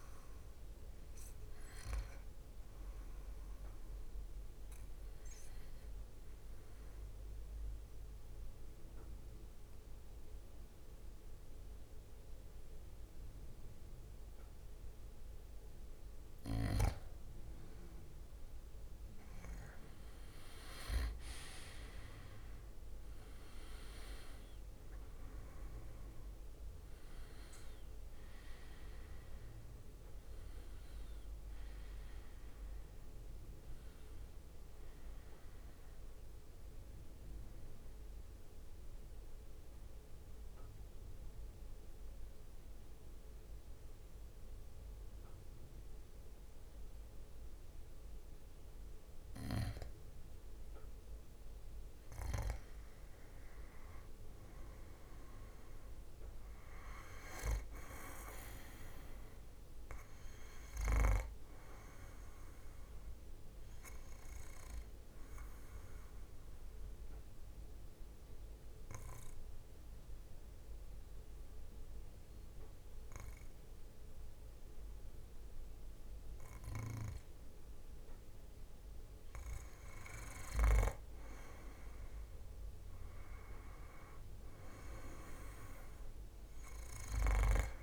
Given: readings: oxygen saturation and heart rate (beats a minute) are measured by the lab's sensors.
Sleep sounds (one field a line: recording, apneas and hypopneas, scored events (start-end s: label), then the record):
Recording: breathing in sleep by a room microphone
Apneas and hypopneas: 3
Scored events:
3.00-18.00 s: mixed apnea (oxygen 98% before, 93% lowest, heart rate 59 before, 56 extreme, up 10 after)
21.00-44.00 s: oxygen desaturation (device-marked, oxygen 97% before, 93% lowest, heart rate 61 before, 55 extreme)
21.50-26.00 s: arousal
36.50-52.00 s: mixed apnea (oxygen 97% before, 93% lowest, heart rate 66 before, 55 extreme, up 14 after)
55.00-58.00 s: arousal
55.00-71.00 s: oxygen desaturation (device-marked, oxygen 98% before, 93% lowest, heart rate 60 before, 57 extreme)
66.00-80.00 s: obstructive apnea (oxygen 98% before, 92% lowest, heart rate 64 before, 58 extreme, up 8 after)
82.50-86.00 s: arousal
From the record:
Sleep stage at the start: N2 (light sleep)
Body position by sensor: on the back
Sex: male